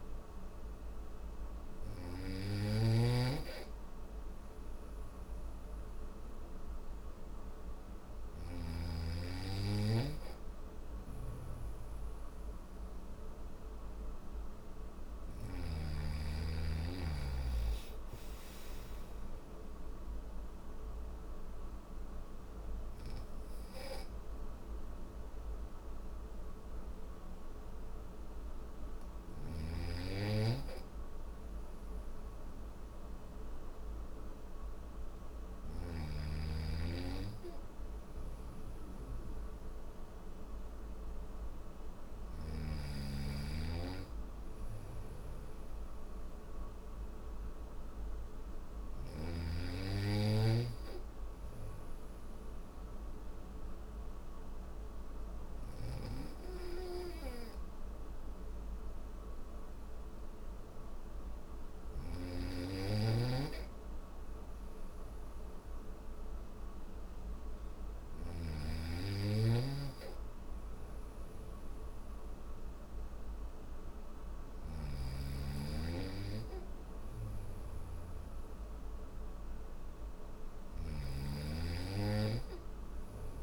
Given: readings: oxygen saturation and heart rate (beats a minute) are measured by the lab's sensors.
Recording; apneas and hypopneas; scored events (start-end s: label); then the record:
breathing in sleep by a room microphone; none
7.00-14.50 s: snoring (device-marked)
16.00-83.43 s: new sleep stage, N3 (deep sleep)
54.50-61.00 s: snoring (device-marked)
73.50-80.00 s: snoring (device-marked)
From the record:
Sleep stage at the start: N1 (lightest sleep); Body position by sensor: on the back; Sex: male